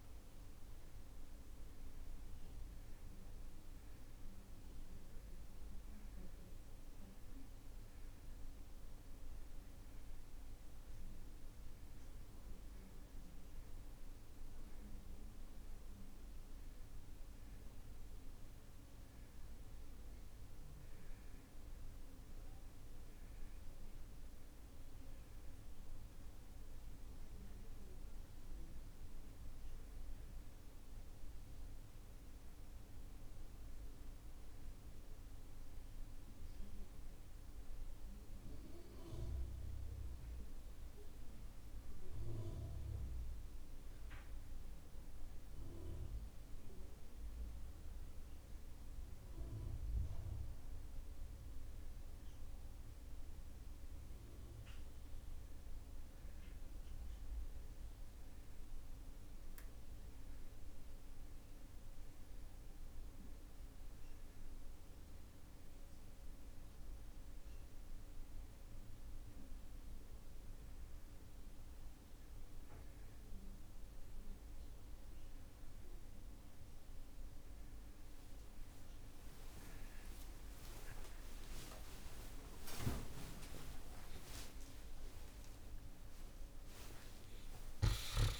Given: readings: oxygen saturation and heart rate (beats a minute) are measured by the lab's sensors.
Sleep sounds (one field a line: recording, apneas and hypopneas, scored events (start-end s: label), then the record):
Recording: breathing in sleep by a room microphone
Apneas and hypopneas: none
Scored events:
70.50-88.40 s: new sleep stage, N1 (lightest sleep)
81.00-86.50 s: arousal
From the record:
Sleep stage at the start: N2 (light sleep)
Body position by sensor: on the right side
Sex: male